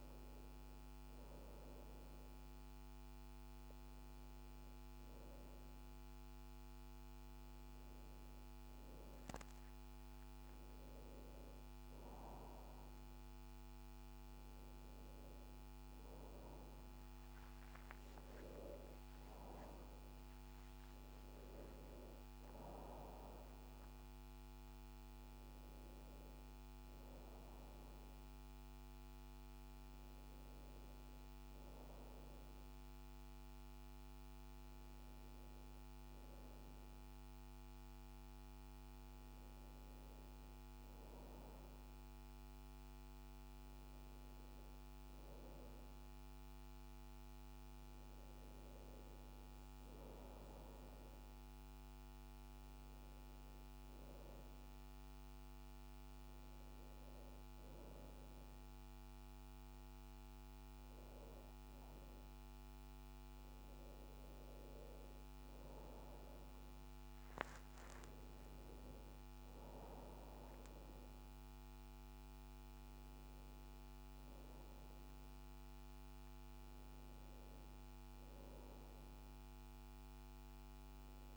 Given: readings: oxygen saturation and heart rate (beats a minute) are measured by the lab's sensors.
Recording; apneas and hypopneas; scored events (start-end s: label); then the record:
a person awake in a sleep study, hard to hear, by a microphone on the trachea; none
none scored
From the record:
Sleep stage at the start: awake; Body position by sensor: on the right side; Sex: female